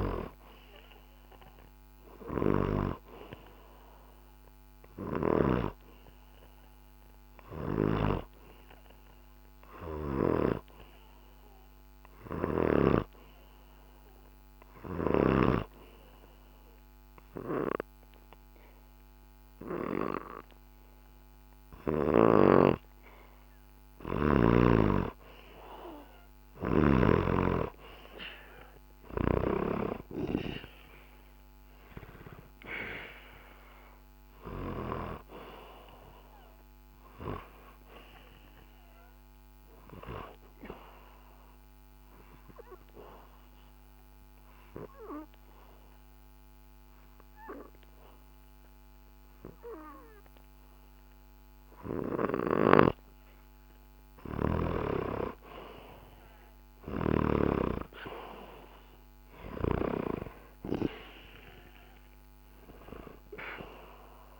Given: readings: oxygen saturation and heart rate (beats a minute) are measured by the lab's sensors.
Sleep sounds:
breathing in sleep by a microphone on the trachea; 2
1.00-22.50 s: obstructive apnea (oxygen 95% before, 91% lowest, heart rate 66 before, 65 extreme, up 10 after)
25.50-30.50 s: arousal
29.50-51.50 s: oxygen desaturation (device-marked, oxygen 96% before, 91% lowest, heart rate 71 before, 64 extreme)
40.50-53.00 s: obstructive apnea (oxygen 96% before, 91% lowest, heart rate 72 before, 64 extreme, up 1 after)
55.50-59.50 s: arousal
From the record:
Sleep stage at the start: N2 (light sleep); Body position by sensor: on the back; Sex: male

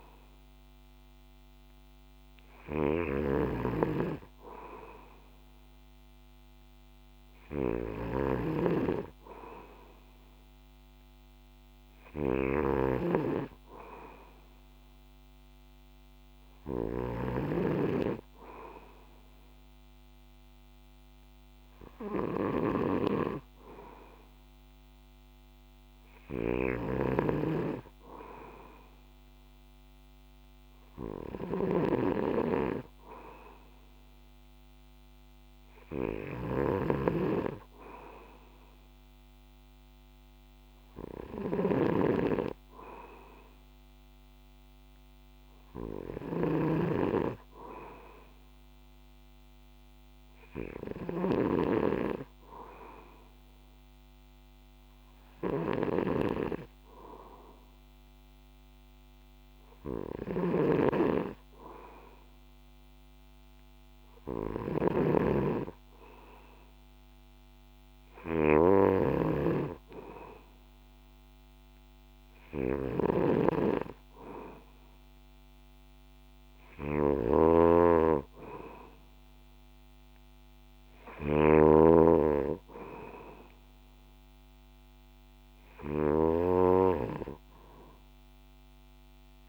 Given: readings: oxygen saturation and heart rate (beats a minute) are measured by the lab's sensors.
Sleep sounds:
breathing in sleep by a microphone on the trachea; none
0.00-89.49 s: snoring (device-marked)
From the record:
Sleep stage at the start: N2 (light sleep); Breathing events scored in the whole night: 112 in 6.8 hours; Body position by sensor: on the back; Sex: male

